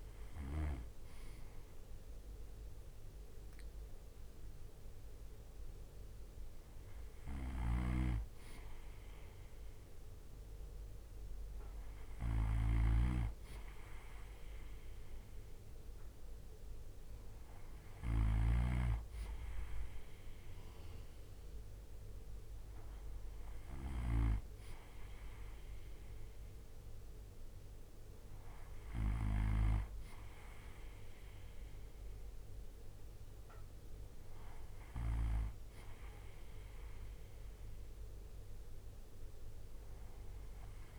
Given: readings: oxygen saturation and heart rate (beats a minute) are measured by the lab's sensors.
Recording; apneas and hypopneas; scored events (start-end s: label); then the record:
breathing in sleep by a room microphone; none
7.00-23.50 s: snoring (device-marked)
From the record:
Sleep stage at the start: N2 (light sleep); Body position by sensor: on the right side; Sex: male